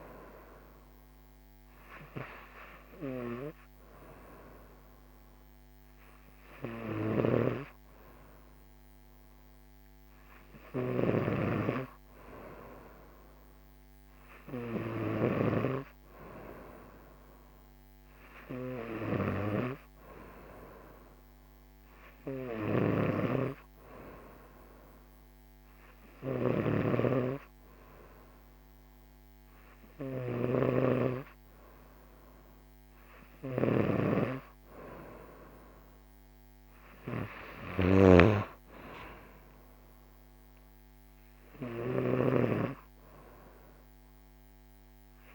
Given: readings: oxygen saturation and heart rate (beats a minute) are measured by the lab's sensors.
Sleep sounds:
breathing in sleep by a microphone on the trachea; none
7.00-45.35 s: snoring (device-marked)
From the record:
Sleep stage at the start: N2 (light sleep); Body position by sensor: on the right side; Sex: female

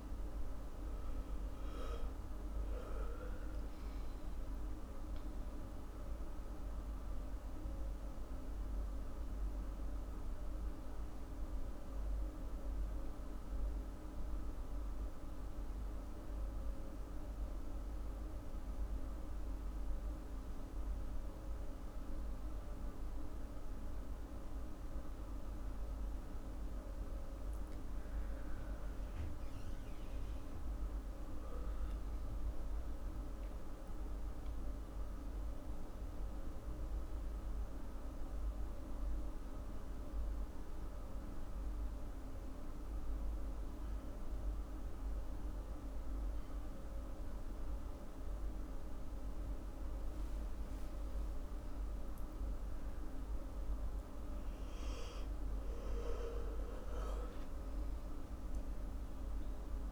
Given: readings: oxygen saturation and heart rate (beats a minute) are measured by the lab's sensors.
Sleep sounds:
a person awake in a sleep study, hard to hear, by a room microphone; none
26.00-56.00 s: new sleep stage, awake
56.00-59.92 s: new sleep stage, N2 (light sleep)
From the record:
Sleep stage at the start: N1 (lightest sleep); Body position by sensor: on the back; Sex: female

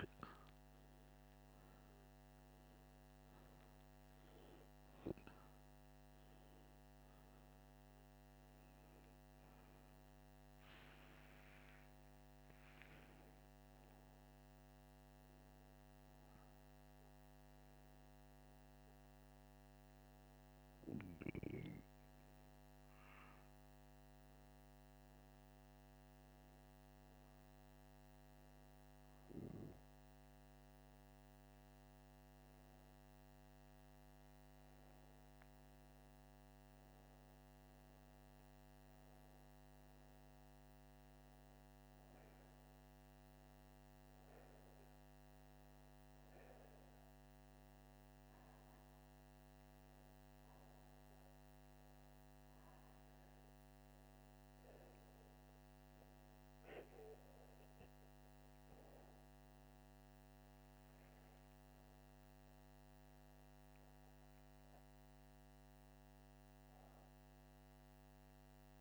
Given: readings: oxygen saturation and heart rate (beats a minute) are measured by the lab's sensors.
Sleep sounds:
a person partly awake in a sleep study, hard to hear, by a microphone on the trachea; 1
28.50-68.81 s: new sleep stage, N2 (light sleep)
48.50-58.50 s: hypopnea (oxygen 97% before, 95% lowest, heart rate 83 before, 80 extreme, up 3 after)
59.00-63.00 s: arousal
From the record:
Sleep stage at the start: awake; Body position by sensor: upright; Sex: male

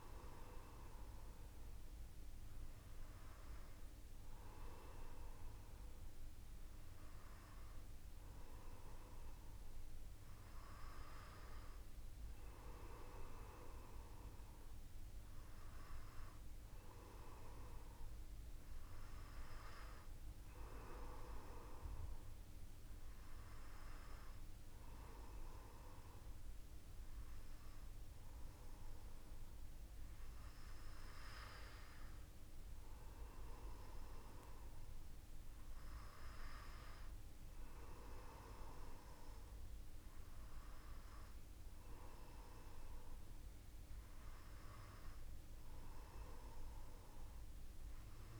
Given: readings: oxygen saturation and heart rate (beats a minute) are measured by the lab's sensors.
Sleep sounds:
breathing in sleep by a room microphone; none
none scored
From the record:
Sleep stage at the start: N1 (lightest sleep); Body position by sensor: on the back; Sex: male

